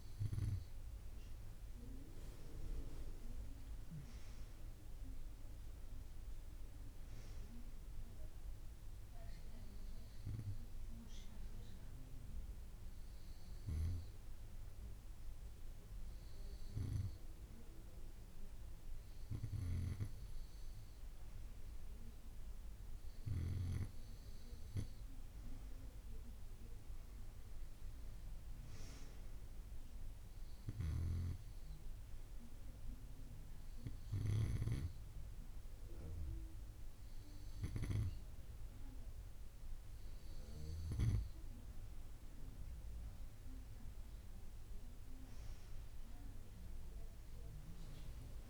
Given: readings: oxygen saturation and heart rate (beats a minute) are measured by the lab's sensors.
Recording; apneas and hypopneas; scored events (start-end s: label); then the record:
breathing in sleep by a room microphone; none
44.50-48.50 s: arousal
From the record:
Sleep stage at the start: N2 (light sleep); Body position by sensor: on the right side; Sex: female